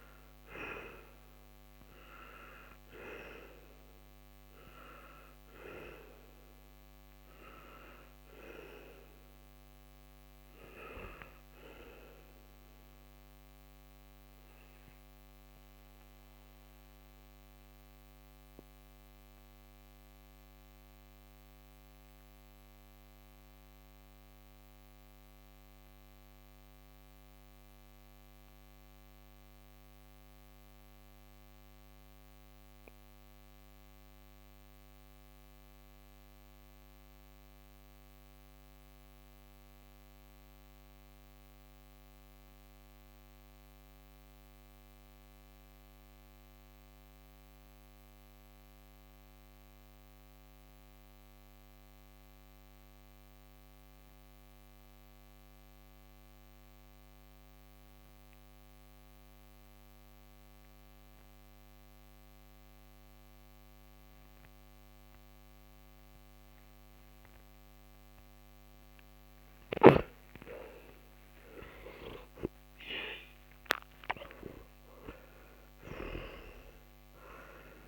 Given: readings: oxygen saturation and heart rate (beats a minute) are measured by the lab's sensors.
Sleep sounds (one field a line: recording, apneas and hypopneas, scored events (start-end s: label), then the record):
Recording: breathing in sleep by a microphone on the trachea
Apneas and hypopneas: 1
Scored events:
0.00-28.50 s: oxygen desaturation (device-marked, oxygen 89% lowest, heart rate 48 extreme)
13.50-68.00 s: mixed apnea (oxygen 97% before, 87% lowest, heart rate 68 before, 47 extreme, up 23 after)
66.50-77.88 s: oxygen desaturation (device-marked, oxygen 97% before, 87% lowest, heart rate 54 before, 48 extreme)
69.50-74.50 s: arousal
From the record:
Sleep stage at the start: N2 (light sleep)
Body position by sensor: on the back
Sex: male